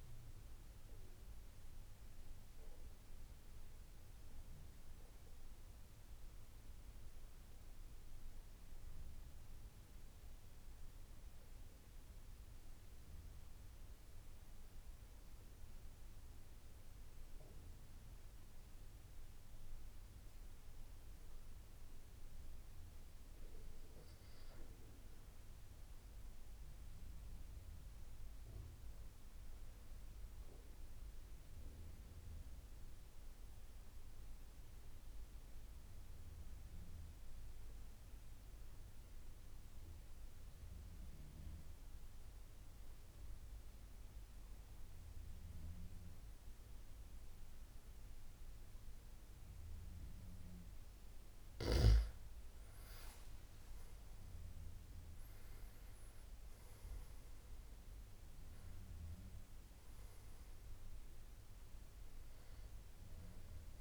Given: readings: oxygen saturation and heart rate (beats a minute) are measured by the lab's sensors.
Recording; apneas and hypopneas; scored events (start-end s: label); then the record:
breathing in sleep, hard to hear, by a room microphone; 2
0.00-19.50 s: oxygen desaturation (device-marked, oxygen 85% lowest, heart rate 61 extreme)
1.00-18.50 s: central apnea (oxygen 96% before, 85% lowest, heart rate 86 before, 61 extreme, up 15 after)
21.00-24.00 s: arousal
33.00-50.00 s: obstructive apnea (oxygen 99% before, 85% lowest, heart rate 71 before, 68 extreme, up 10 after)
33.50-41.50 s: oxygen desaturation (device-marked, oxygen 98% before, 93% lowest, heart rate 72 before, 73 extreme)
50.50-63.81 s: oxygen desaturation (device-marked, oxygen 96% before, 87% lowest, heart rate 75 before, 68 extreme)
52.50-57.00 s: arousal
From the record:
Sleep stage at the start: N2 (light sleep); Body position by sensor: on the back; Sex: male